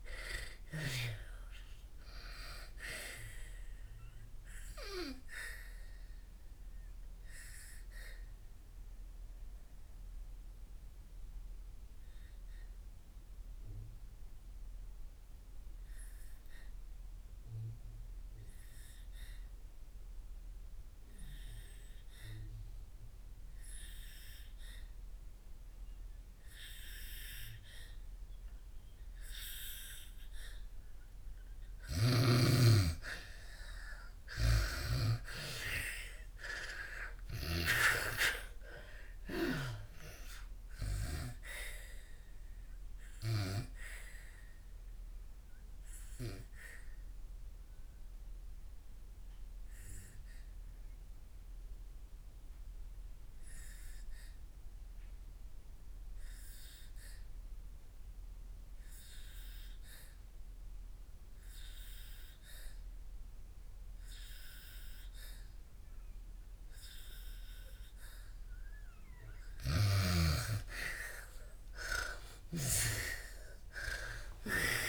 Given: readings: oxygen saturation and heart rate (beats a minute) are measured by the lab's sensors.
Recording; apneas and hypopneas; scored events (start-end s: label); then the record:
breathing in sleep by a room microphone; 2
0.00-25.00 s: oxygen desaturation (device-marked, oxygen 81% lowest, heart rate 55 extreme)
4.50-31.00 s: obstructive apnea (oxygen 98% before, 81% lowest, heart rate 64 before, 55 extreme, up 6 after)
30.00-63.00 s: oxygen desaturation (device-marked, oxygen 99% before, 82% lowest, heart rate 60 before, 58 extreme)
36.00-40.00 s: arousal
43.50-68.00 s: obstructive apnea (oxygen 99% before, 81% lowest, heart rate 63 before, 58 extreme, up 58 after)
68.00-74.88 s: oxygen desaturation (device-marked, oxygen 98% before, 82% lowest, heart rate 62 before, 57 extreme)
70.00-74.88 s: arousal
From the record:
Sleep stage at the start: N2 (light sleep); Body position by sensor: on the back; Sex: female